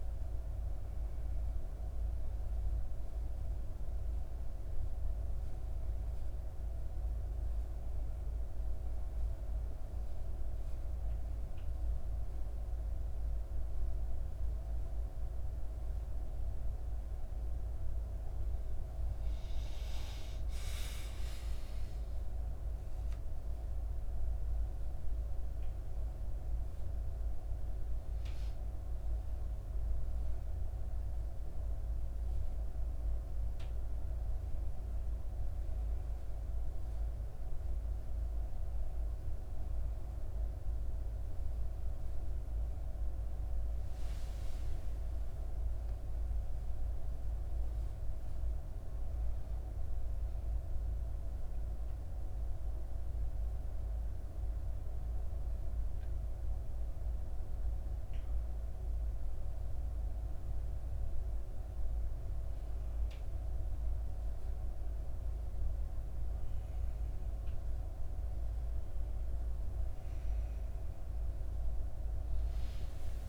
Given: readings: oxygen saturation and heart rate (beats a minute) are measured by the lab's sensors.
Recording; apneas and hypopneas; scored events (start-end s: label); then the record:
a person awake in a sleep study, hard to hear, by a room microphone; none
none scored
From the record:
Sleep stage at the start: awake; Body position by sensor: on the back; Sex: female